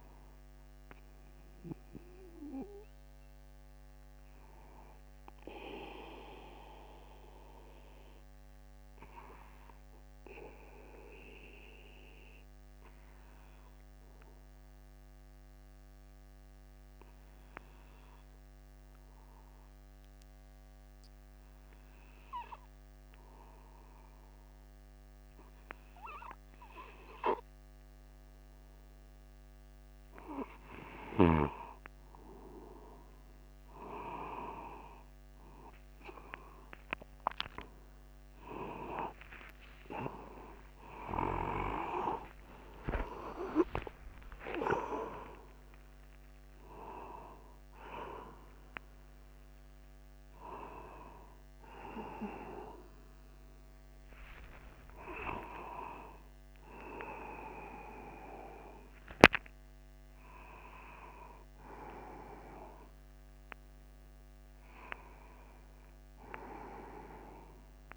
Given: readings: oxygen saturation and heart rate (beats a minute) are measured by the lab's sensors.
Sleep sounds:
a person partly awake in a sleep study, by a microphone on the trachea; 1
7.00-29.50 s: obstructive apnea (oxygen 97% before, 94% lowest, heart rate 51 before, 36 extreme, up 0 after)
32.50-62.50 s: new sleep stage, awake
40.00-42.00 s: long interval between heartbeats (device-marked, heart rate 51 before, 77 extreme)
45.00-47.00 s: long interval between heartbeats (device-marked, heart rate 60 before, 130 extreme)
52.50-54.50 s: long interval between heartbeats (device-marked, heart rate 80 before, 36 extreme)
55.00-57.00 s: long interval between heartbeats (device-marked, heart rate 78 before, 44 extreme)
59.50-61.50 s: long interval between heartbeats (device-marked, heart rate 82 before, 98 extreme)
62.50-64.50 s: long interval between heartbeats (device-marked, heart rate 85 before, 87 extreme)
62.50-67.97 s: new sleep stage, N1 (lightest sleep)
From the record:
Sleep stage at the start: N2 (light sleep); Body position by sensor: upright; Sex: male

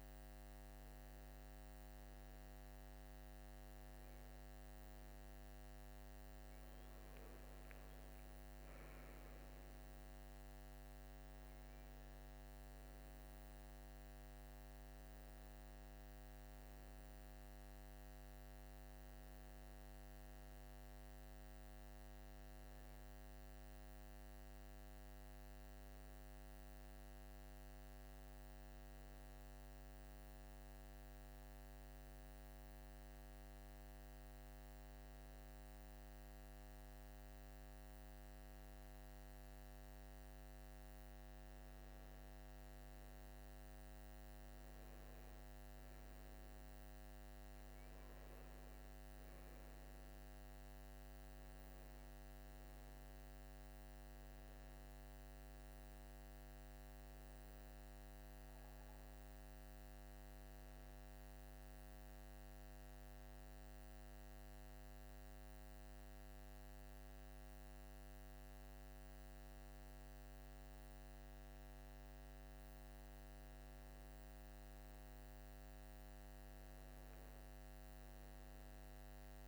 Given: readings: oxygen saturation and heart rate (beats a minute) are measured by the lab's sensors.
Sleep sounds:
breathing in sleep, hard to hear, by a microphone on the trachea; none
none scored
From the record:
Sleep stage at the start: N1 (lightest sleep); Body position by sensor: on the right side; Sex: male

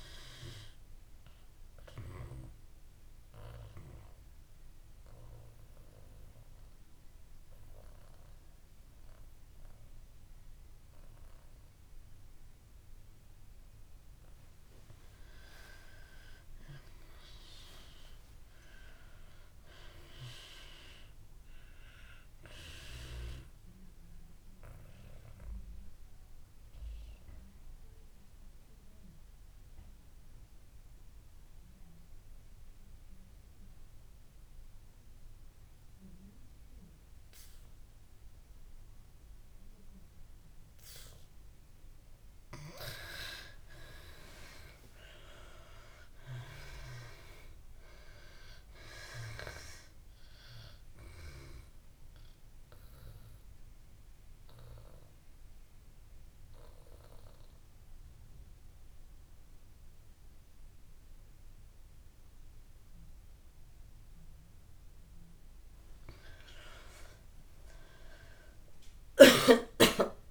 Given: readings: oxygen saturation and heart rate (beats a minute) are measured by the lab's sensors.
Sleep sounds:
breathing in sleep by a room microphone; 3
0.00-18.50 s: oxygen desaturation (device-marked, oxygen 79% lowest)
2.00-15.50 s: obstructive apnea (oxygen 98% before, 79% lowest)
18.50-21.50 s: arousal
24.50-41.50 s: obstructive apnea (oxygen 96% before, 79% lowest)
25.50-39.50 s: oxygen desaturation (device-marked, oxygen 96% before, 86% lowest)
41.50-69.50 s: oxygen desaturation (device-marked, oxygen 95% before, 79% lowest)
44.00-48.50 s: arousal
52.50-66.00 s: obstructive apnea (oxygen 95% before, 79% lowest)
68.50-70.31 s: arousal
From the record:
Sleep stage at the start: N2 (light sleep); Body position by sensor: on the back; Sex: female

